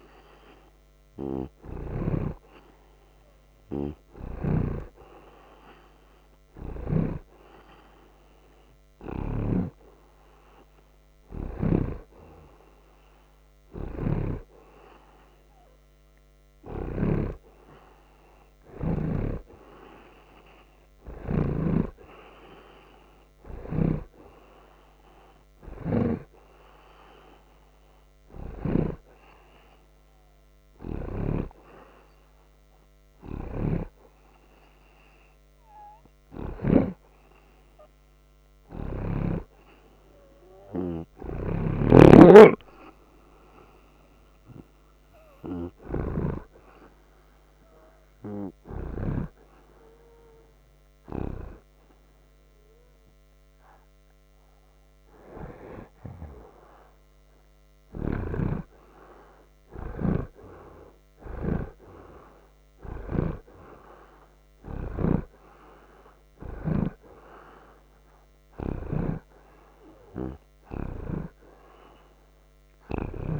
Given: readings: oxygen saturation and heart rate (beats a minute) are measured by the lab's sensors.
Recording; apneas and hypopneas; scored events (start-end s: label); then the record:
breathing in sleep by a microphone on the trachea; 1
14.00-19.50 s: snoring (device-marked)
21.50-37.00 s: snoring (device-marked)
41.50-46.50 s: snoring (device-marked)
47.00-57.00 s: hypopnea (oxygen 89% before, 84% lowest)
47.00-57.00 s: oxygen desaturation (device-marked, oxygen 89% before, 85% lowest)
59.00-63.00 s: arousal
65.00-69.00 s: snoring (device-marked)
71.00-73.40 s: oxygen desaturation (device-marked, oxygen 90% before, 85% lowest)
From the record:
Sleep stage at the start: N2 (light sleep); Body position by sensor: on the right side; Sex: male